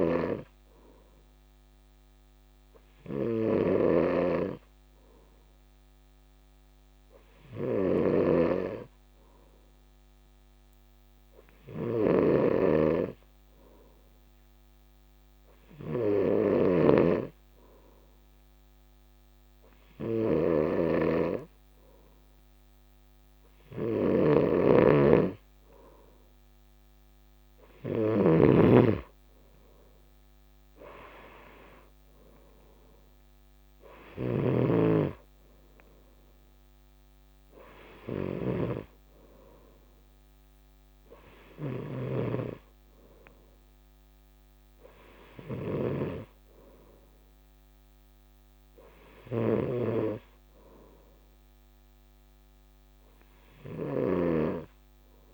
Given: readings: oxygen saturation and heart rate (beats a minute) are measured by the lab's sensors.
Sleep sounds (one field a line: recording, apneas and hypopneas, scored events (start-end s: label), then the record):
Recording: breathing in sleep by a microphone on the trachea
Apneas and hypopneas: none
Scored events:
0.00-55.34 s: snoring (device-marked)
9.50-39.50 s: new sleep stage, N3 (deep sleep)
39.50-55.34 s: new sleep stage, N2 (light sleep)
From the record:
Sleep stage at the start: N2 (light sleep)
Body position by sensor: on the right side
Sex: male